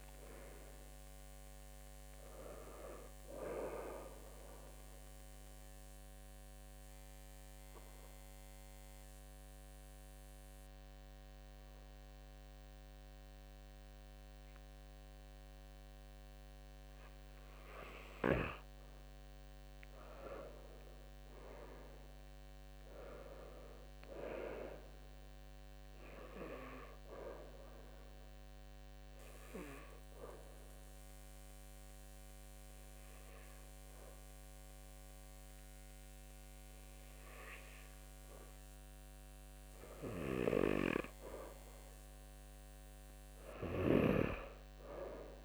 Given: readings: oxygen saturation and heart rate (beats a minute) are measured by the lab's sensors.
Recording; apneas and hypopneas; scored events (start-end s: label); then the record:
breathing in sleep by a microphone on the trachea; 2
4.50-17.00 s: obstructive apnea (oxygen 95% before, 93% lowest, heart rate 75 before, 69 extreme, up 7 after)
19.50-23.00 s: arousal
28.00-38.50 s: obstructive apnea (oxygen 95% before, 93% lowest, heart rate 72 before, 70 extreme, up 4 after)
42.00-45.45 s: arousal
From the record:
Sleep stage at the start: N2 (light sleep); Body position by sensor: on the back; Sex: male